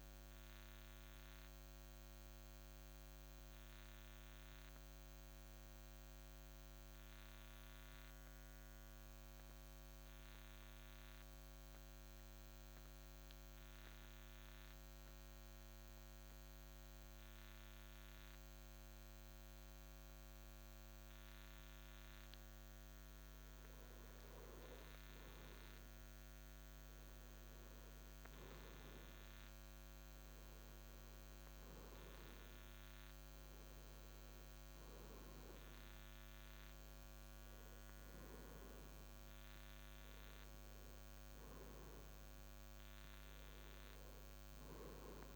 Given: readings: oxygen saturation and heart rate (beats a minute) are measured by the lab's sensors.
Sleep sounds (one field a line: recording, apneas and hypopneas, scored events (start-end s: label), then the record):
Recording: breathing in sleep, hard to hear, by a microphone on the trachea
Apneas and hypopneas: 1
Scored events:
0.00-15.00 s: oxygen desaturation (device-marked, oxygen 88% lowest, heart rate 49 extreme)
3.00-21.50 s: central apnea (oxygen 92% before, 90% lowest, heart rate 56 before, 49 extreme, up 1 after)
24.00-29.00 s: arousal
From the record:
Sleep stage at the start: N2 (light sleep)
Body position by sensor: on the back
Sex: male